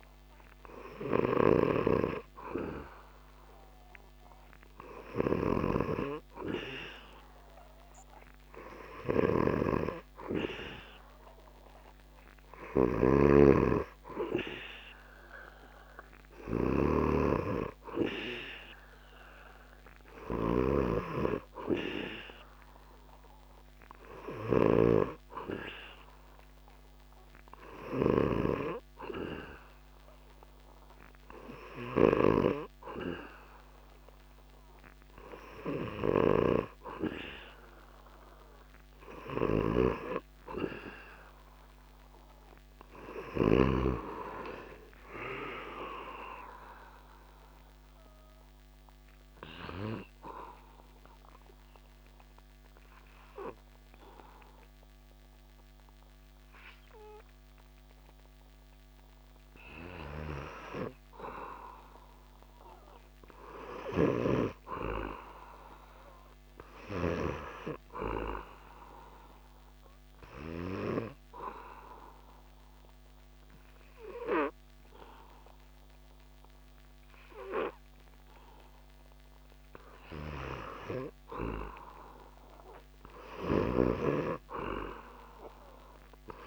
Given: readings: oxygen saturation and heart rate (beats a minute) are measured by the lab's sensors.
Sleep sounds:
breathing in sleep by a microphone on the trachea; 2
0.50-32.00 s: snoring (device-marked)
39.00-43.00 s: snoring (device-marked)
42.50-46.00 s: arousal
48.00-62.00 s: obstructive apnea (oxygen 98% before, 96% lowest)
64.00-67.50 s: arousal
70.50-81.50 s: obstructive apnea (oxygen 98% before, 96% lowest)
79.00-86.47 s: oxygen desaturation (device-marked, oxygen 99% before, 96% lowest)
83.00-86.47 s: snoring (device-marked)
83.50-86.47 s: arousal
From the record:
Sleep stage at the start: N2 (light sleep); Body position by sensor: on the back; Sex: male

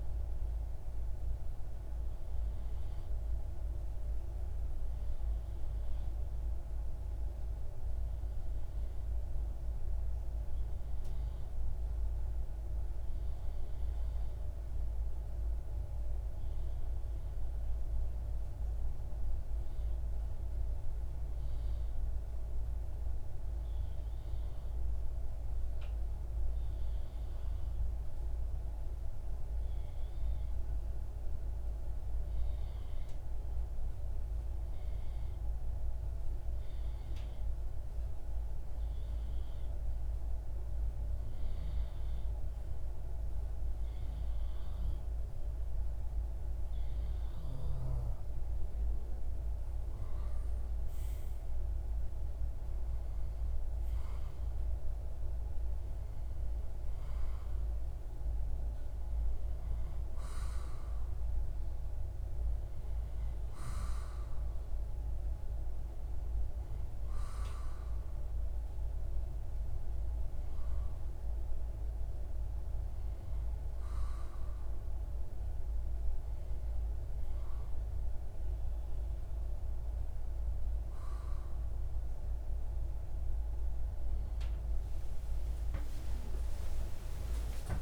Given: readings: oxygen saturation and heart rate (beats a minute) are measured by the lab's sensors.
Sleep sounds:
breathing in sleep, hard to hear, by a room microphone; 1
17.50-47.50 s: obstructive apnea (oxygen 96% before, 90% lowest)
49.00-53.50 s: arousal
78.50-87.82 s: new sleep stage, awake
From the record:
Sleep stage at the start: REM sleep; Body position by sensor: on the left side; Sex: male

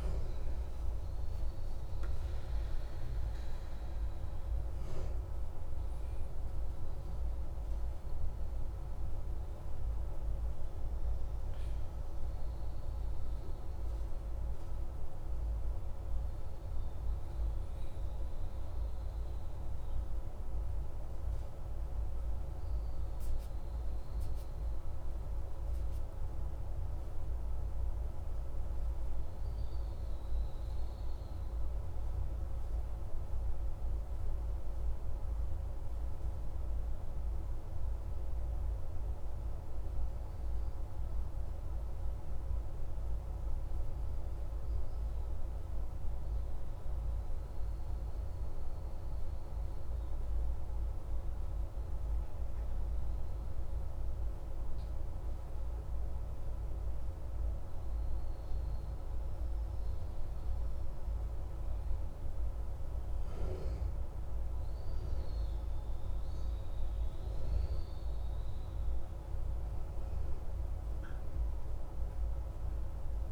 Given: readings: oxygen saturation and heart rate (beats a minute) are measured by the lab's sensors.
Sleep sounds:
breathing in sleep, hard to hear, by a room microphone; 1
0.00-14.00 s: oxygen desaturation (device-marked, oxygen 92% lowest)
7.00-12.00 s: arousal
28.00-53.00 s: central apnea (oxygen 98% before, 93% lowest)
41.00-73.32 s: new sleep stage, N2 (light sleep)
54.00-73.32 s: oxygen desaturation (device-marked, oxygen 97% before, 93% lowest)
57.50-62.00 s: arousal
From the record:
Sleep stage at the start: N1 (lightest sleep); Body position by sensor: on the back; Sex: male

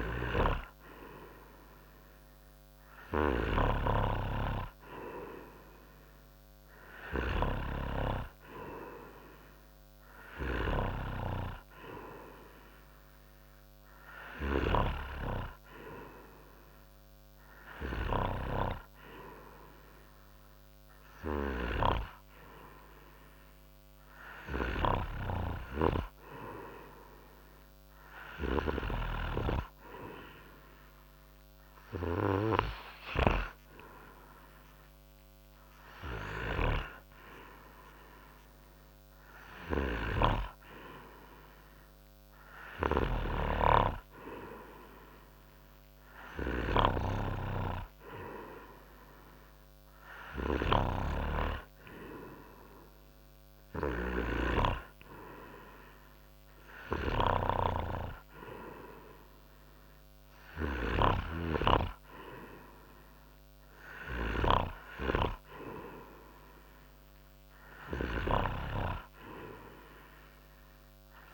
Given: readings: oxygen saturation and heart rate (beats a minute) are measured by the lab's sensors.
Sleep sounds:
breathing in sleep by a microphone on the trachea; none
none scored
From the record:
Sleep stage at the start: N2 (light sleep); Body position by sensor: on the front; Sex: male

